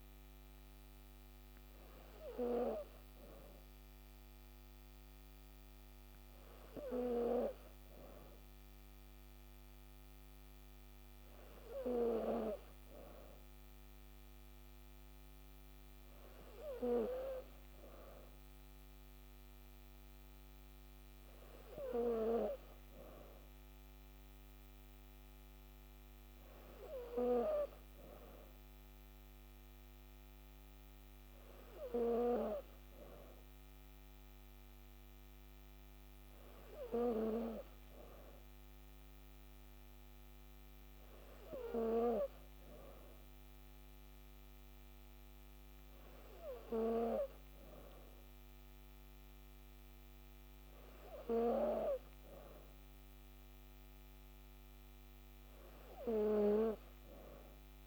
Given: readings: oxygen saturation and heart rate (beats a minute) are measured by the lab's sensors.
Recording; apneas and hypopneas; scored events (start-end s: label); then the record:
breathing in sleep by a microphone on the trachea; none
none scored
From the record:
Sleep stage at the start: N3 (deep sleep); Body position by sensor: on the back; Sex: female